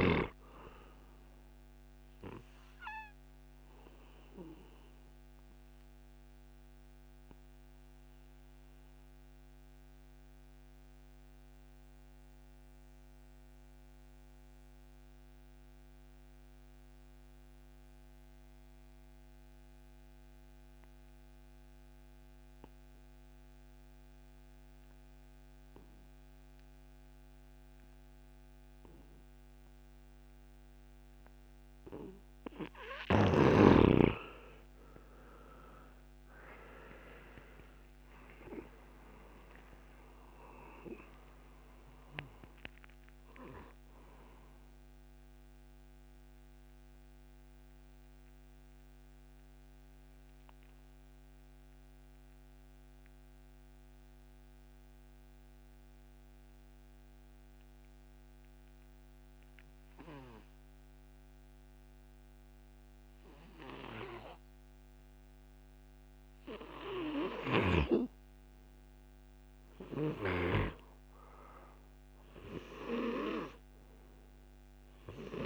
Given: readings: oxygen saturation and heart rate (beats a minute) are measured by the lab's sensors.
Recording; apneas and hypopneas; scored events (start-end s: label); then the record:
breathing in sleep by a microphone on the trachea; 2
0.00-19.50 s: oxygen desaturation (device-marked, oxygen 87% lowest)
2.50-30.50 s: obstructive apnea (oxygen 99% before, 82% lowest)
25.50-64.50 s: oxygen desaturation (device-marked, oxygen 98% before, 82% lowest)
34.00-38.50 s: arousal
46.00-67.50 s: mixed apnea (oxygen 98% before, 82% lowest)
69.00-72.50 s: arousal
70.50-75.46 s: oxygen desaturation (device-marked, oxygen 99% before, 89% lowest)
From the record:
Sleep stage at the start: N2 (light sleep); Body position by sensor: on the back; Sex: male